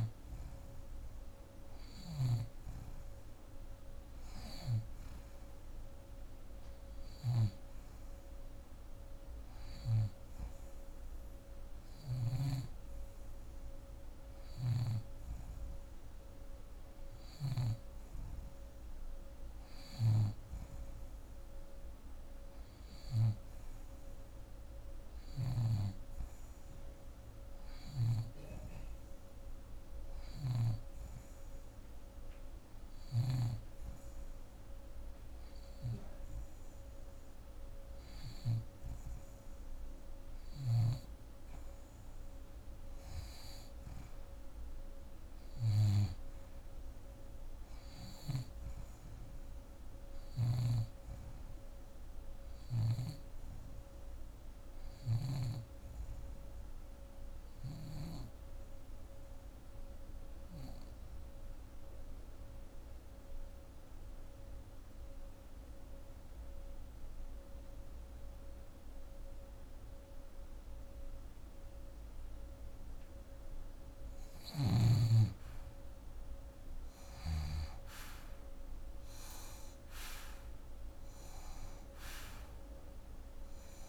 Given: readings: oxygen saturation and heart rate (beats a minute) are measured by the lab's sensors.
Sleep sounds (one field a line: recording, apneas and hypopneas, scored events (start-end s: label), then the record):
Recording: breathing in sleep by a room microphone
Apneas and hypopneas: 1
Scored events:
0.00-1.00 s: oxygen desaturation (device-marked, oxygen 85% lowest, heart rate 75 extreme)
6.50-12.00 s: snoring (device-marked)
16.50-28.00 s: snoring (device-marked)
52.50-57.50 s: snoring (device-marked)
57.50-73.00 s: obstructive apnea (oxygen 88% before, 79% lowest)
75.00-83.89 s: oxygen desaturation (device-marked, oxygen 88% before, 79% lowest, heart rate 140 before, 42 extreme)
75.50-79.50 s: arousal
From the record:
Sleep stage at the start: N2 (light sleep)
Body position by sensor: on the back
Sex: female